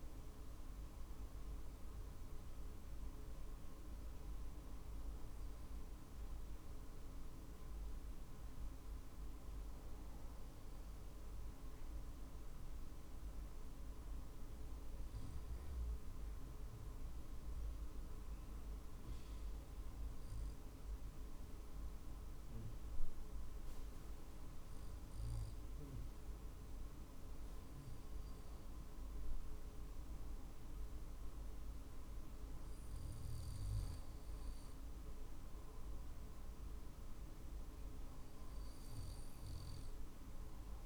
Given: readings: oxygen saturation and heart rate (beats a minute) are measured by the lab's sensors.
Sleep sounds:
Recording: breathing in sleep, hard to hear, by a room microphone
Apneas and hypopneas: 1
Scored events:
7.00-9.00 s: long interval between heartbeats (device-marked, heart rate 48 before, 48 extreme)
11.00-24.50 s: obstructive apnea (oxygen 96% before, 93% lowest, heart rate 48 before, 47 extreme, up 3 after)
26.50-30.00 s: arousal
28.00-40.86 s: drop in pulse transit time (device-marked, heart rate 47 before, 47 extreme)
From the record:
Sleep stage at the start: N2 (light sleep)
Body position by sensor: on the back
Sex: male

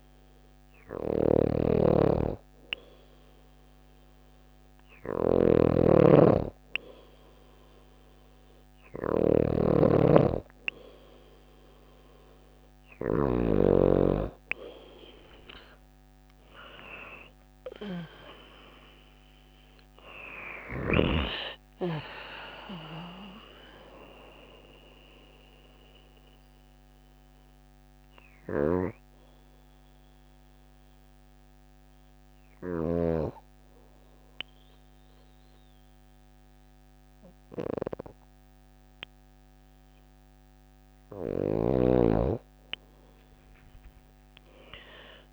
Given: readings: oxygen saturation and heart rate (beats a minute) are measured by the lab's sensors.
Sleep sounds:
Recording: breathing in sleep by a microphone on the trachea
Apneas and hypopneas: 1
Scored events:
0.00-12.50 s: snoring (device-marked)
15.00-20.50 s: arousal
23.00-39.00 s: hypopnea (oxygen 96% before, 93% lowest, heart rate 54 before, 51 extreme, up 4 after)
41.00-45.00 s: arousal
From the record:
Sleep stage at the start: N2 (light sleep)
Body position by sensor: on the back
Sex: female

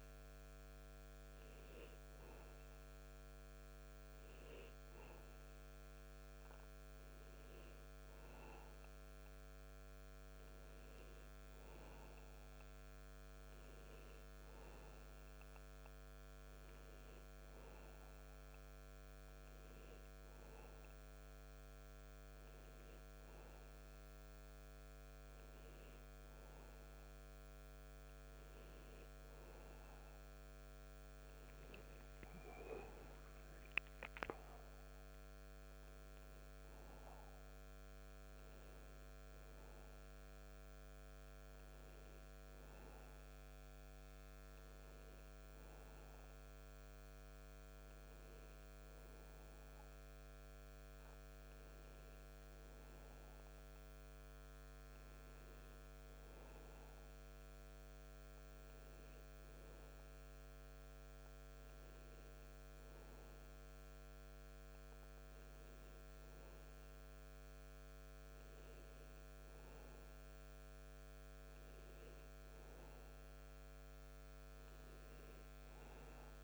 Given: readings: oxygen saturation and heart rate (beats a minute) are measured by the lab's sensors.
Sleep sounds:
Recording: breathing in sleep, hard to hear, by a microphone on the trachea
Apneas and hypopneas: none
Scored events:
none scored
From the record:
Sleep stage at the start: N2 (light sleep)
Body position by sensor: on the back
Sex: male

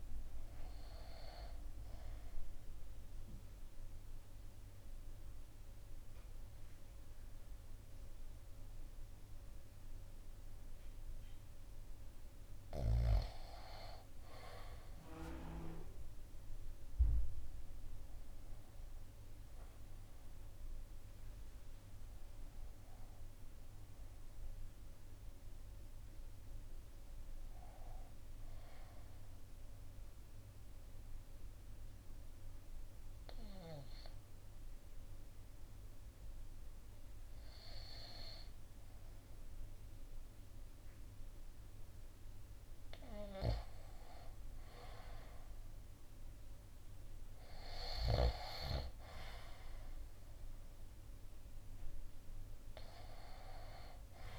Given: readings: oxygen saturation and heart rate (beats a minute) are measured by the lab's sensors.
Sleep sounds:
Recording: breathing in sleep by a room microphone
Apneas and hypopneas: 2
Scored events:
0.00-2.00 s: oxygen desaturation (device-marked, oxygen 91% lowest, heart rate 57 extreme)
2.50-12.50 s: obstructive apnea (oxygen 95% before, 91% lowest, heart rate 61 before, 52 extreme, up 4 after)
14.00-21.00 s: arousal
25.00-42.00 s: oxygen desaturation (device-marked, oxygen 96% before, 91% lowest, heart rate 60 before, 52 extreme)
29.00-42.50 s: obstructive apnea (oxygen 96% before, 91% lowest, heart rate 60 before, 56 extreme, up 3 after)
44.50-47.50 s: arousal
52.00-54.39 s: oxygen desaturation (device-marked, oxygen 97% before, 92% lowest, heart rate 58 before, 56 extreme)
From the record:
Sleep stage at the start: N2 (light sleep)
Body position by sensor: on the right side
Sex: male

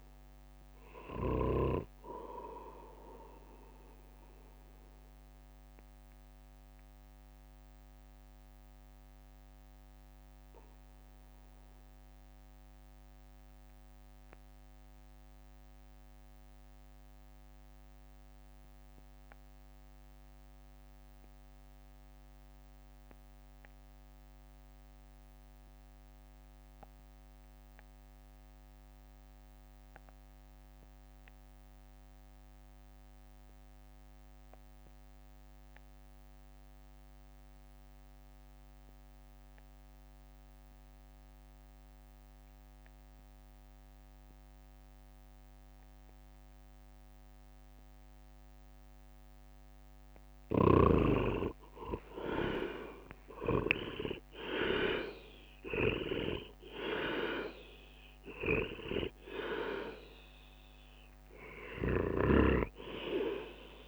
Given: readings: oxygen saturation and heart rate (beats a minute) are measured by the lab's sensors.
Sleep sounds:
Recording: breathing in sleep by a microphone on the trachea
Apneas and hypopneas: 1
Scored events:
0.00-8.00 s: drop in pulse transit time (device-marked, heart rate 54 extreme)
6.00-49.00 s: obstructive apnea (oxygen 97% before, 83% lowest, heart rate 57 before, 51 extreme, up 17 after)
8.00-23.00 s: oxygen desaturation (device-marked, oxygen 97% before, 93% lowest, heart rate 56 before, 51 extreme)
28.00-38.00 s: drop in pulse transit time (device-marked, heart rate 53 before, 54 extreme)
44.00-63.88 s: oxygen desaturation (device-marked, oxygen 96% before, 83% lowest, heart rate 55 before, 53 extreme)
51.50-57.00 s: arousal
53.00-63.88 s: drop in pulse transit time (device-marked, heart rate 56 before, 56 extreme)
From the record:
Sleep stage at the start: REM sleep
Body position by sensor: on the right side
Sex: male

